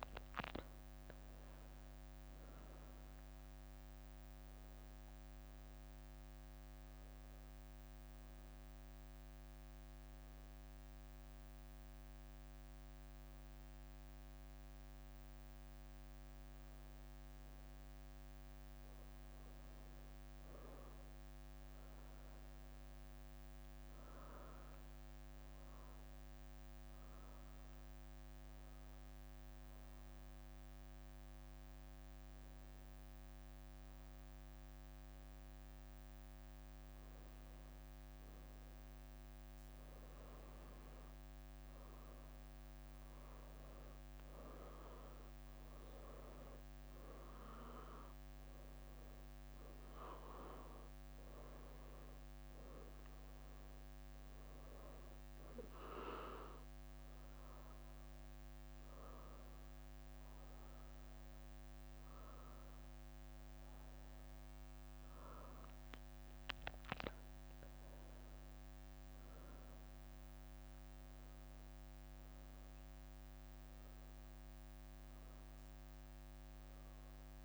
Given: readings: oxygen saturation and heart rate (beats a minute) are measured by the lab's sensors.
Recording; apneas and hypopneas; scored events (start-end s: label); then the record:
breathing in sleep by a microphone on the trachea; 1
7.50-18.00 s: hypopnea (oxygen 96% before, 94% lowest, heart rate 82 before, 67 extreme, up 4 after)
19.00-24.00 s: arousal
29.00-30.00 s: leg movement (device-marked)
31.00-35.50 s: leg movement (device-marked)
36.50-39.00 s: leg movement (device-marked)
39.50-41.50 s: leg movement (device-marked)
48.50-77.45 s: new sleep stage, N2 (light sleep)
71.50-72.50 s: leg movement (device-marked)
74.00-75.50 s: leg movement (device-marked)
From the record:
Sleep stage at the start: N1 (lightest sleep); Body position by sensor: on the right side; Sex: female